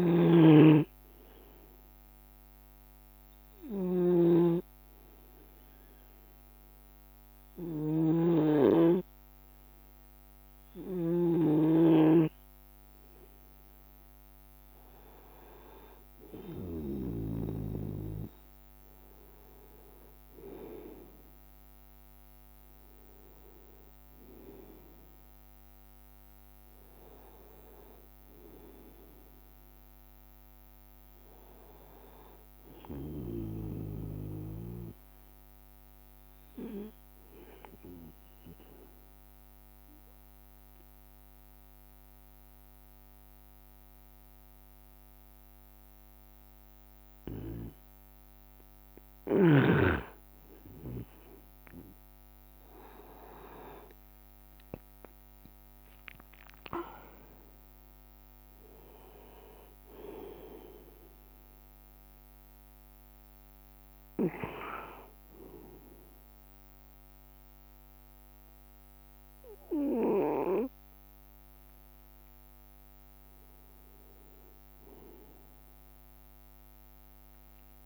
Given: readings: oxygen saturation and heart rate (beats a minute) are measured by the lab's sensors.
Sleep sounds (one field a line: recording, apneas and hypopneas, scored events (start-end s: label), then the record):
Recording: breathing in sleep by a microphone on the trachea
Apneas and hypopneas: 2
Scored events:
0.00-16.00 s: oxygen desaturation (device-marked, oxygen 91% lowest, heart rate 65 extreme)
0.00-18.00 s: snoring (device-marked)
2.50-7.00 s: leg movement (device-marked)
3.00-14.50 s: obstructive apnea (oxygen 95% before, 91% lowest, heart rate 69 before, 65 extreme, up 5 after)
17.00-21.50 s: arousal
37.50-50.00 s: obstructive apnea (oxygen 96% before, 93% lowest, heart rate 68 before, 66 extreme, up 6 after)
46.50-48.50 s: leg movement (device-marked)
51.50-53.50 s: leg movement (device-marked)
52.00-66.00 s: drop in pulse transit time (device-marked, heart rate 66 before, 67 extreme)
54.50-59.00 s: arousal
54.50-60.00 s: leg movement (device-marked)
57.00-77.86 s: new sleep stage, N1 (lightest sleep)
72.00-73.50 s: leg movement (device-marked)
72.00-74.00 s: long interval between heartbeats (device-marked, heart rate 69 before, 76 extreme)
From the record:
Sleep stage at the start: N2 (light sleep)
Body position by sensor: on the right side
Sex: male